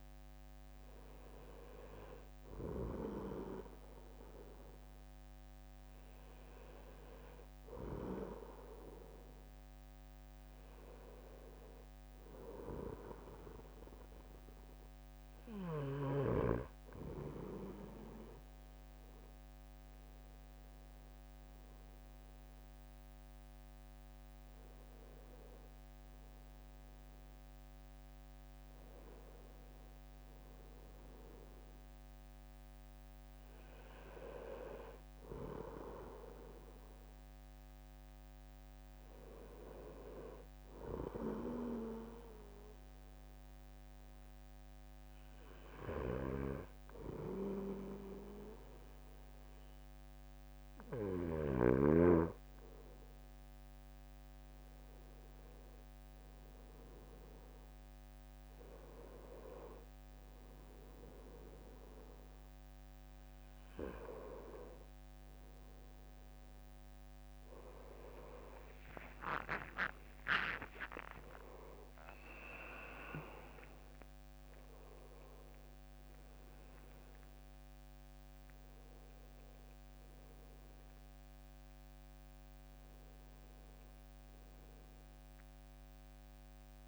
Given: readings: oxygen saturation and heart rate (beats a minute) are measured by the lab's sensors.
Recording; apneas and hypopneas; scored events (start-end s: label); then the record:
breathing in sleep by a microphone on the trachea; 1
40.50-52.00 s: obstructive apnea (oxygen 96% before, 93% lowest, heart rate 66 before, 63 extreme, up 5 after)
45.50-51.00 s: snoring (device-marked)
68.00-86.88 s: new sleep stage, awake
71.00-85.00 s: drop in pulse transit time (device-marked, heart rate 67 before, 73 extreme)
From the record:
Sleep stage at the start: N2 (light sleep); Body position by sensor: on the right side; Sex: male